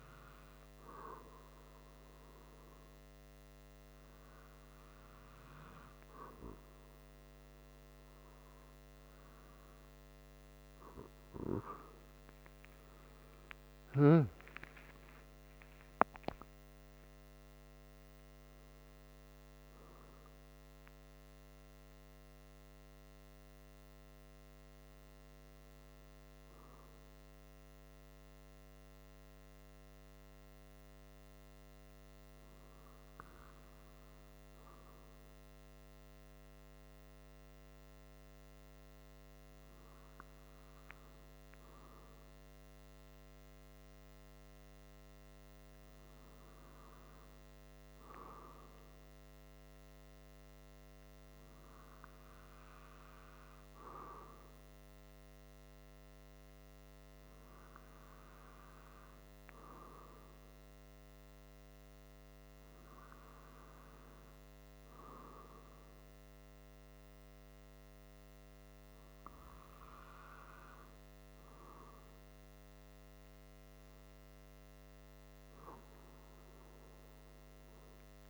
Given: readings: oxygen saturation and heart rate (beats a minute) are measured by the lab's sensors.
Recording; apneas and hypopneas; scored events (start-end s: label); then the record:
breathing in sleep by a microphone on the trachea; none
12.50-16.00 s: arousal
From the record:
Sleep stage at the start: N2 (light sleep); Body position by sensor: on the back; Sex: male